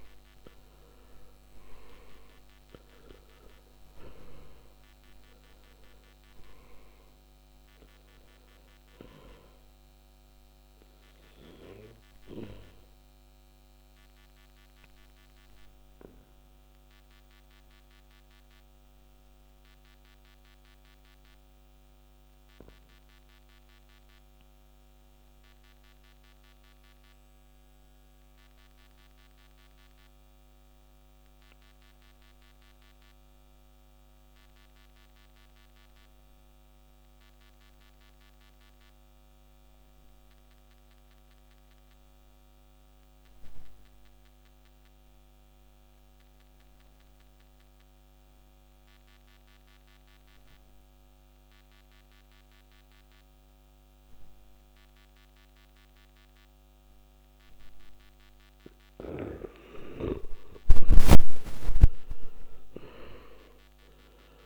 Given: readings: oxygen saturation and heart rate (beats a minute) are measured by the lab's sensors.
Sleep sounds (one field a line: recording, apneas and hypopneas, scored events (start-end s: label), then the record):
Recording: breathing in sleep by a microphone on the trachea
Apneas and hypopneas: 1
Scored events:
0.00-1.00 s: arousal
1.00-16.00 s: oxygen desaturation (device-marked, oxygen 98% before, 93% lowest, heart rate 54 before, 49 extreme)
14.50-57.50 s: obstructive apnea (oxygen 98% before, 79% lowest, heart rate 63 before, 49 extreme, up 20 after)
26.00-35.00 s: oxygen desaturation (device-marked, oxygen 94% before, 87% lowest, heart rate 57 before, 49 extreme)
49.00-64.46 s: oxygen desaturation (device-marked, oxygen 99% before, 79% lowest, heart rate 53 before, 48 extreme)
61.00-64.46 s: arousal
From the record:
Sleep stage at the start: N2 (light sleep)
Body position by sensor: on the back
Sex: male